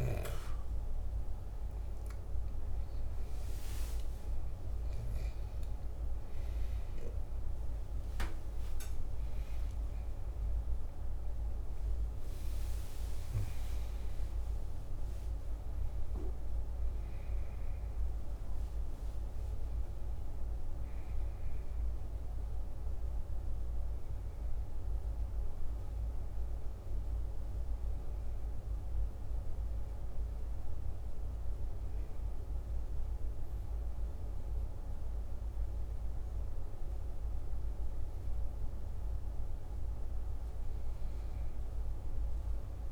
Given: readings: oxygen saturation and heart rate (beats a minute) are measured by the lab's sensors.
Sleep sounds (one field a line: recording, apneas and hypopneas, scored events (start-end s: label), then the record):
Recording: breathing in sleep, hard to hear, by a room microphone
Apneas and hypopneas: none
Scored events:
0.00-19.00 s: oxygen desaturation (device-marked, oxygen 84% lowest, heart rate 50 extreme)
From the record:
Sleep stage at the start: N2 (light sleep)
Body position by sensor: on the back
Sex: male